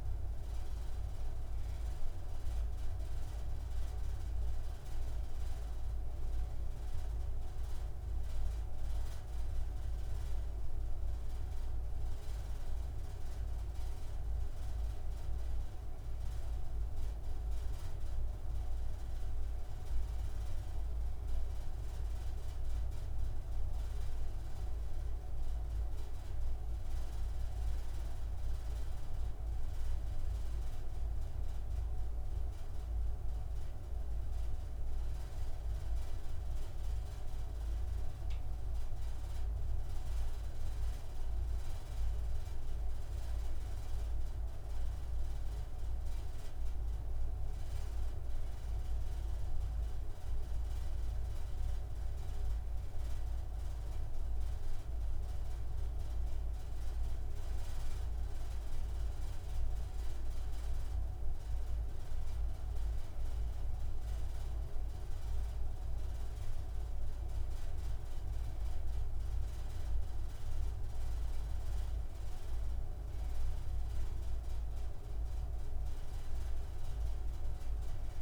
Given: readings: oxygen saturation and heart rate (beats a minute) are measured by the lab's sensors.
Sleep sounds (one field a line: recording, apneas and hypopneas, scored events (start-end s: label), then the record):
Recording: breathing in sleep, hard to hear, by a room microphone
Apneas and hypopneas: none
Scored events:
none scored
From the record:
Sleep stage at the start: N2 (light sleep)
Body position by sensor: on the right side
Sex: male